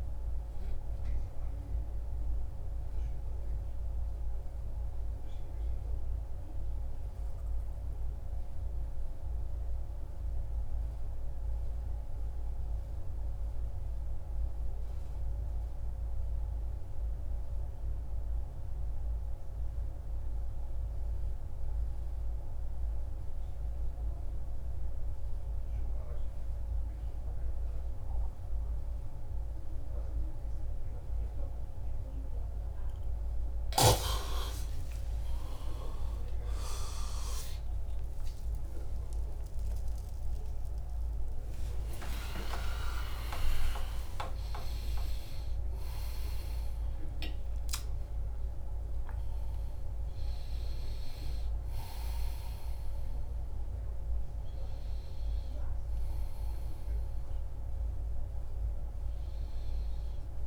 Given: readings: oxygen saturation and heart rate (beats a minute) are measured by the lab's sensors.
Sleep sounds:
breathing in sleep by a room microphone; 1
0.00-15.50 s: oxygen desaturation (device-marked, oxygen 92% lowest, heart rate 52 extreme)
0.50-33.00 s: central apnea (oxygen 99% before, 88% lowest, heart rate 64 before, 25 extreme)
29.50-47.50 s: oxygen desaturation (device-marked, oxygen 98% before, 93% lowest, heart rate 65 before, 25 extreme)
36.00-43.50 s: arousal
49.50-60.47 s: oxygen desaturation (device-marked, oxygen 94% before, 88% lowest, heart rate 46 before, 55 extreme)
From the record:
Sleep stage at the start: N2 (light sleep); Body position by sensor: on the back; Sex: male

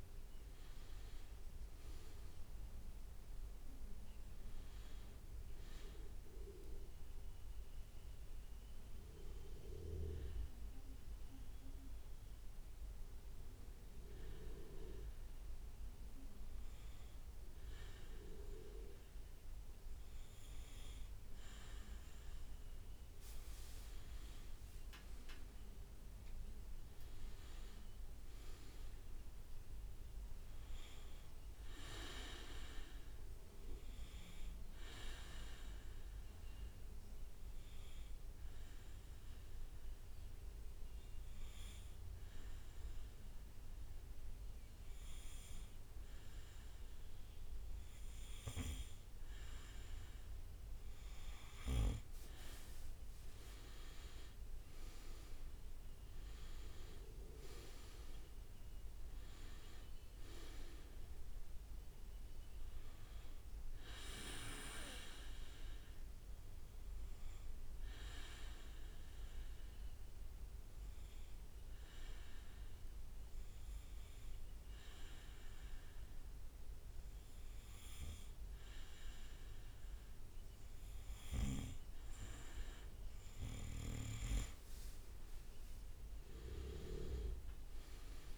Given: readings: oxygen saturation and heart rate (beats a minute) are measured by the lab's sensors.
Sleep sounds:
breathing in sleep by a room microphone; 3
0.00-12.00 s: oxygen desaturation (device-marked, oxygen 93% lowest, heart rate 64 extreme)
6.50-21.50 s: obstructive apnea (oxygen 98% before, 93% lowest, heart rate 71 before, 64 extreme, up 6 after)
23.00-25.50 s: leg movement (device-marked)
25.50-30.00 s: arousal
36.50-50.00 s: obstructive apnea (oxygen 99% before, 93% lowest, heart rate 67 before, 65 extreme, up 5 after)
52.00-54.50 s: leg movement (device-marked)
52.00-72.00 s: oxygen desaturation (device-marked, oxygen 98% before, 93% lowest, heart rate 66 before, 65 extreme)
53.00-57.50 s: arousal
67.00-82.00 s: obstructive apnea (oxygen 98% before, 93% lowest, heart rate 69 before, 66 extreme, up 5 after)
85.00-88.38 s: arousal
85.00-88.38 s: oxygen desaturation (device-marked, oxygen 99% before, 94% lowest, heart rate 67 before, 65 extreme)
86.50-88.38 s: leg movement (device-marked)
From the record:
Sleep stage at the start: N2 (light sleep); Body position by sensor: on the back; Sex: male

